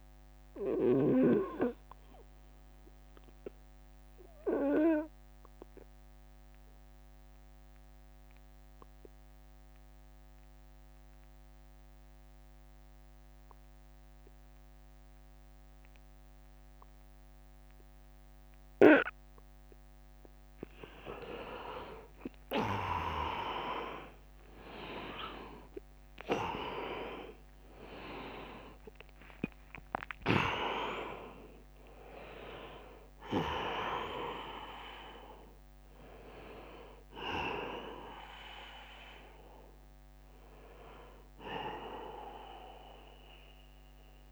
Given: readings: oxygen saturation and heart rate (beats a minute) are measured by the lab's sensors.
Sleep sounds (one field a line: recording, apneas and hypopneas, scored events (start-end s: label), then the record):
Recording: breathing in sleep by a microphone on the trachea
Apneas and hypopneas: 1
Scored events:
2.50-19.50 s: obstructive apnea (oxygen 100% before, 84% lowest, heart rate 75 before, 75 extreme, up 8 after)
6.00-17.00 s: oxygen desaturation (device-marked, oxygen 100% before, 95% lowest, heart rate 76 before, 75 extreme)
21.50-26.50 s: arousal
22.00-44.32 s: oxygen desaturation (device-marked, oxygen 97% before, 84% lowest, heart rate 80 before, 69 extreme)
24.00-37.00 s: drop in pulse transit time (device-marked, heart rate 79 before, 75 extreme)
From the record:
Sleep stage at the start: N2 (light sleep)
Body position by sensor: on the back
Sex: male